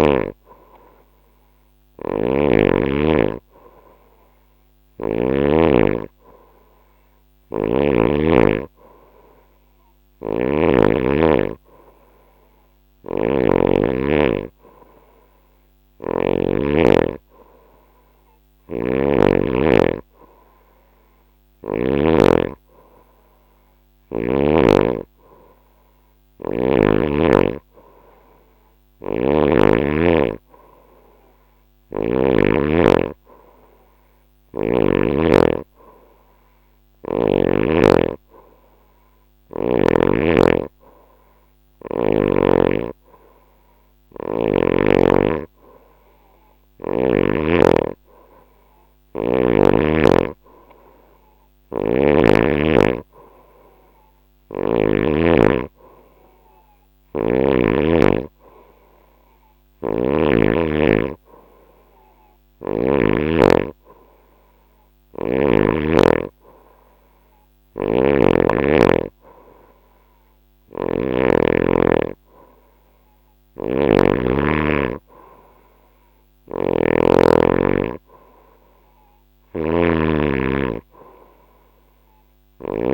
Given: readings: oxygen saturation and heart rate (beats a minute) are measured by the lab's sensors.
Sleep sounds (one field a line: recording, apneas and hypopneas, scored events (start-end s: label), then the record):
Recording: breathing in sleep by a microphone on the trachea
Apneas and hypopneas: none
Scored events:
0.00-4.50 s: snoring (device-marked)
6.50-10.00 s: snoring (device-marked)
12.00-18.50 s: snoring (device-marked)
28.00-31.50 s: snoring (device-marked)
56.00-59.50 s: snoring (device-marked)
64.00-70.50 s: snoring (device-marked)
72.50-82.93 s: snoring (device-marked)
From the record:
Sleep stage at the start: N2 (light sleep)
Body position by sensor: on the right side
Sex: female